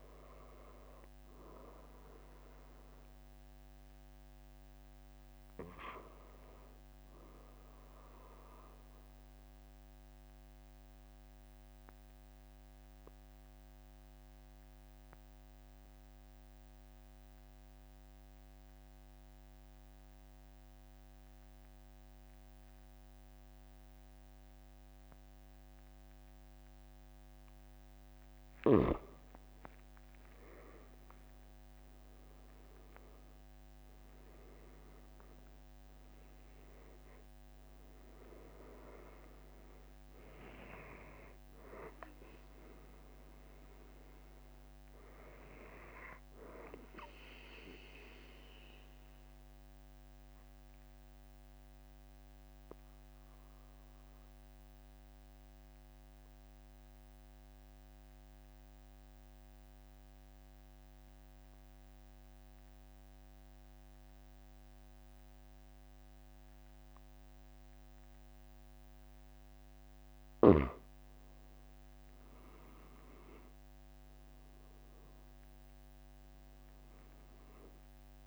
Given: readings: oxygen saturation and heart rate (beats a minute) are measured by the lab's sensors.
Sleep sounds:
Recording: breathing in sleep by a microphone on the trachea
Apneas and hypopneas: 2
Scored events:
9.00-28.50 s: mixed apnea (oxygen 96% before, 93% lowest, heart rate 46 before, 43 extreme, up 3 after)
30.50-34.50 s: arousal
47.50-70.50 s: obstructive apnea (oxygen 97% before, 93% lowest, heart rate 46 before, 43 extreme, up 4 after)
73.00-78.00 s: arousal
From the record:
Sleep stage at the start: N2 (light sleep)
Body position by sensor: on the back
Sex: male

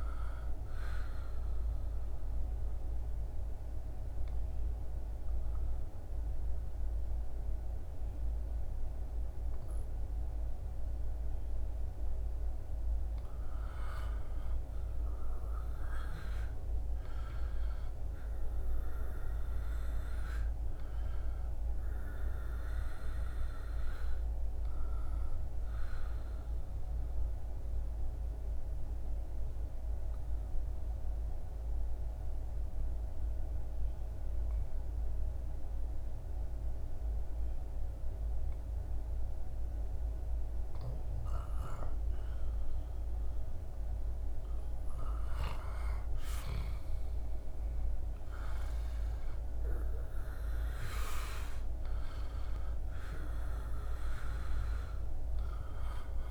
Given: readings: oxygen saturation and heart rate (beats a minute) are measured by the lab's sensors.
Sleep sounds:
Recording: breathing in sleep, hard to hear, by a room microphone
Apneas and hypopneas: 2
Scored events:
0.00-12.00 s: oxygen desaturation (device-marked, oxygen 92% lowest, heart rate 79 extreme)
0.50-12.50 s: obstructive apnea (oxygen 99% before, 92% lowest, heart rate 84 before, 79 extreme, up 7 after)
14.00-18.50 s: arousal
24.50-44.50 s: obstructive apnea (oxygen 99% before, 89% lowest, heart rate 85 before, 78 extreme, up 2 after)
44.00-56.31 s: oxygen desaturation (device-marked, oxygen 98% before, 92% lowest, heart rate 81 before, 68 extreme)
46.50-51.50 s: arousal
From the record:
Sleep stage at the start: REM sleep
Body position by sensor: on the back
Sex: male

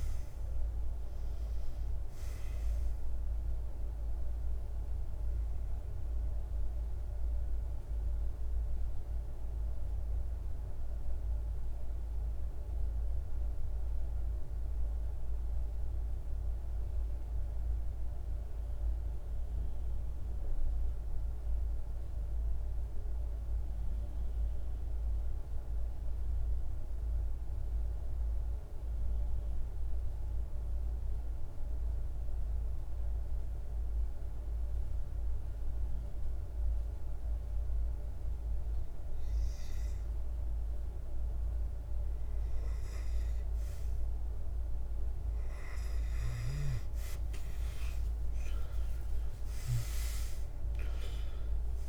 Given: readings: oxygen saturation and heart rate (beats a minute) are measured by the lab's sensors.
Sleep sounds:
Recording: breathing in sleep, hard to hear, by a room microphone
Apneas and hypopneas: 1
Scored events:
0.00-16.50 s: oxygen desaturation (device-marked, oxygen 90% lowest, heart rate 46 extreme)
4.50-38.00 s: mixed apnea (oxygen 98% before, 87% lowest, heart rate 70 before, 46 extreme, up 3 after)
34.50-51.89 s: oxygen desaturation (device-marked, oxygen 98% before, 87% lowest, heart rate 48 before, 47 extreme)
45.00-51.00 s: snoring (device-marked)
47.50-51.89 s: arousal
From the record:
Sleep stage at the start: N2 (light sleep)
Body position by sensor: on the back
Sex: male

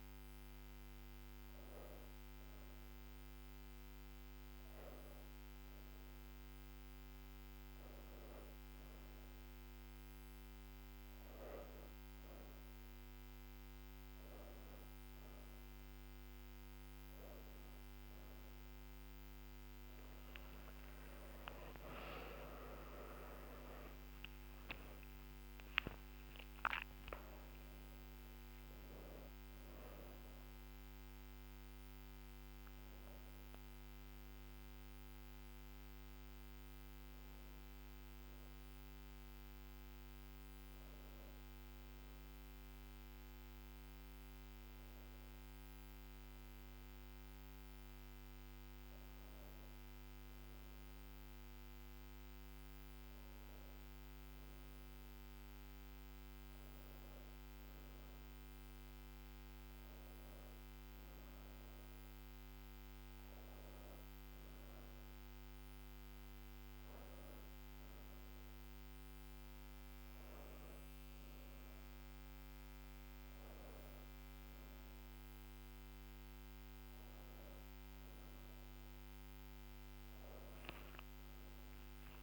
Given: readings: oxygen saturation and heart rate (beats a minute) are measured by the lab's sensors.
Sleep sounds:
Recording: breathing in sleep, hard to hear, by a microphone on the trachea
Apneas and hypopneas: none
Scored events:
22.00-26.00 s: arousal
From the record:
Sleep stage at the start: N2 (light sleep)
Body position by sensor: on the back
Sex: female

